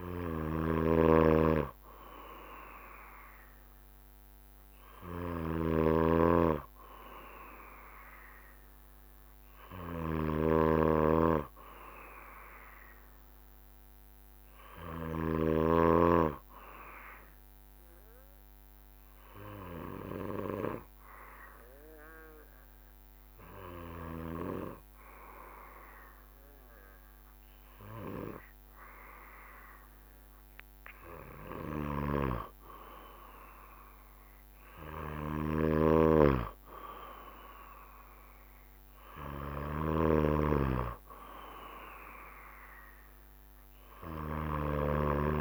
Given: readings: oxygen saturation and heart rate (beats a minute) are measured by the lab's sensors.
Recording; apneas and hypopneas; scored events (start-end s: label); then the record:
breathing in sleep by a microphone on the trachea; 1
0.00-15.50 s: snoring (device-marked)
17.50-30.50 s: obstructive apnea (oxygen 96% before, 95% lowest, heart rate 67 before, 64 extreme, up 1 after)
33.50-37.00 s: arousal
35.50-40.50 s: snoring (device-marked)
From the record:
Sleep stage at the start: N2 (light sleep); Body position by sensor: on the back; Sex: male